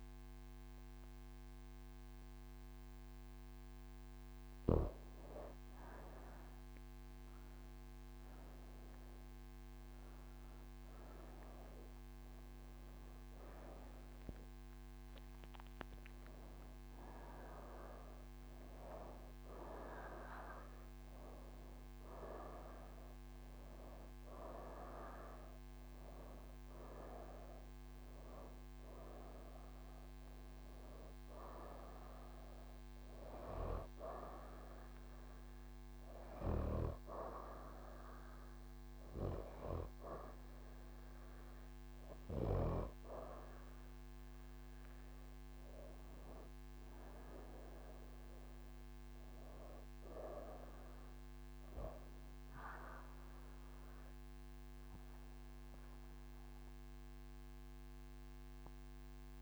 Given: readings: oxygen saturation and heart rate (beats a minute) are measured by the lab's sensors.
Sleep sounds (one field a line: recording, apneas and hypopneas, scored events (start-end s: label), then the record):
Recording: breathing in sleep by a microphone on the trachea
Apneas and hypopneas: none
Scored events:
33.50-52.50 s: oxygen desaturation (device-marked, oxygen 96% before, 90% lowest)
From the record:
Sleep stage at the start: N3 (deep sleep)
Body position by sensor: on the right side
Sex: female